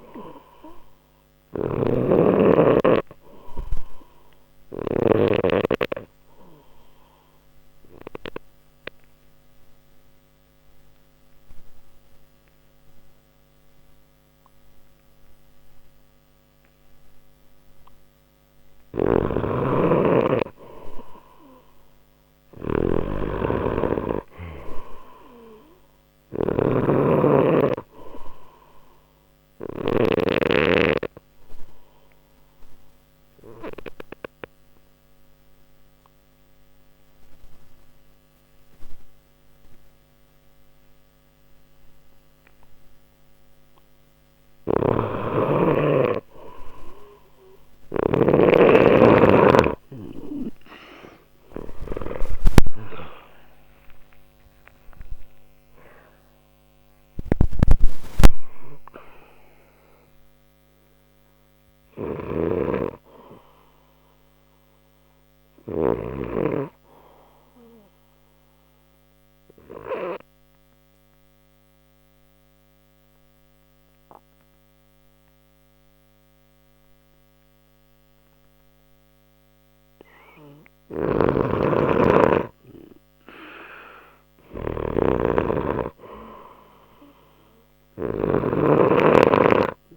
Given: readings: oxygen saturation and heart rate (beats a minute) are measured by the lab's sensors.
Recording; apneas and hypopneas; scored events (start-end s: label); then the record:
breathing in sleep by a microphone on the trachea; 3
0.00-5.00 s: snoring (device-marked)
6.00-18.00 s: obstructive apnea (oxygen 94% before, 91% lowest, heart rate 60 before, 59 extreme, up 1 after)
18.50-29.50 s: snoring (device-marked)
19.00-29.00 s: oxygen desaturation (device-marked, oxygen 95% before, 92% lowest, heart rate 60 before, 59 extreme)
23.00-26.00 s: arousal
29.50-44.50 s: obstructive apnea (oxygen 95% before, 91% lowest, heart rate 60 before, 59 extreme, up 11 after)
43.00-55.00 s: oxygen desaturation (device-marked, oxygen 94% before, 91% lowest, heart rate 60 before, 60 extreme)
44.00-52.00 s: snoring (device-marked)
51.50-55.50 s: arousal
54.00-60.00 s: snoring (device-marked)
62.00-65.50 s: snoring (device-marked)
66.00-80.00 s: obstructive apnea (oxygen 95% before, 92% lowest, heart rate 74 before, 60 extreme, up 8 after)
75.00-83.00 s: oxygen desaturation (device-marked, oxygen 95% before, 92% lowest, heart rate 72 before, 59 extreme)
80.50-89.97 s: snoring (device-marked)
From the record:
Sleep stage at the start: N2 (light sleep); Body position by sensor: on the left side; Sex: male